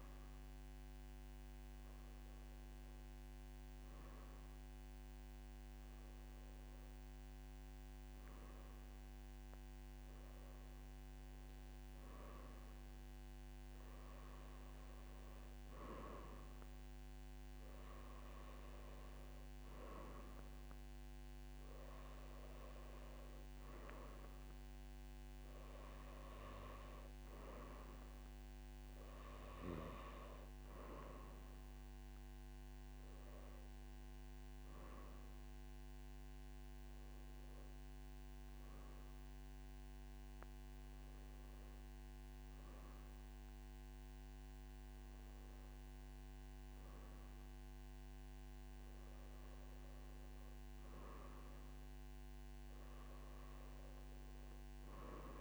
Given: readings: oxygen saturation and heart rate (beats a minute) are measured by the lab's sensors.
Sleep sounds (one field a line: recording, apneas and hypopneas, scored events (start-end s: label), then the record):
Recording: breathing in sleep by a microphone on the trachea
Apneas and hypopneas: 1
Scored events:
33.50-48.00 s: hypopnea (oxygen 94% before, 93% lowest, heart rate 60 before, 57 extreme, up 2 after)
From the record:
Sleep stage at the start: N2 (light sleep)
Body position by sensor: on the right side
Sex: male